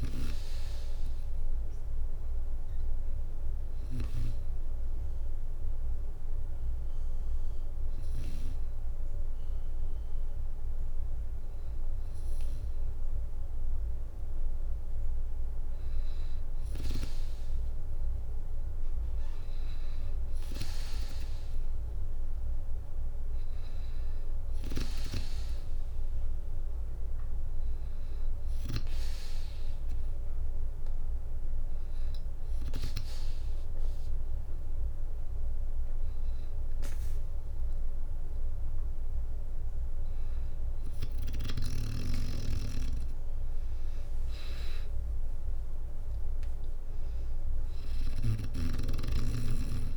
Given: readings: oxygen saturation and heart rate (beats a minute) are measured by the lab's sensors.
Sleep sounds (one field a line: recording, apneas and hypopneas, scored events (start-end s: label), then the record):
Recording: breathing in sleep by a room microphone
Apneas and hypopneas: 2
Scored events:
0.00-5.00 s: drop in pulse transit time (device-marked, heart rate 59 extreme)
1.00-13.00 s: bradycardia (device-marked, heart rate 66 before, 58 extreme)
3.50-14.50 s: hypopnea (oxygen 96% before, 93% lowest, heart rate 63 before, 58 extreme, up 5 after)
17.00-19.50 s: arousal
23.00-38.00 s: oxygen desaturation (device-marked, oxygen 97% before, 93% lowest, heart rate 60 before, 60 extreme)
27.00-38.50 s: hypopnea (oxygen 97% before, 93% lowest, heart rate 61 before, 60 extreme, up 4 after)
40.50-44.50 s: arousal
43.00-49.97 s: drop in pulse transit time (device-marked, heart rate 63 before, 63 extreme)
47.50-49.97 s: snoring (device-marked)
From the record:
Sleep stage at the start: N2 (light sleep)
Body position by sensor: on the back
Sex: female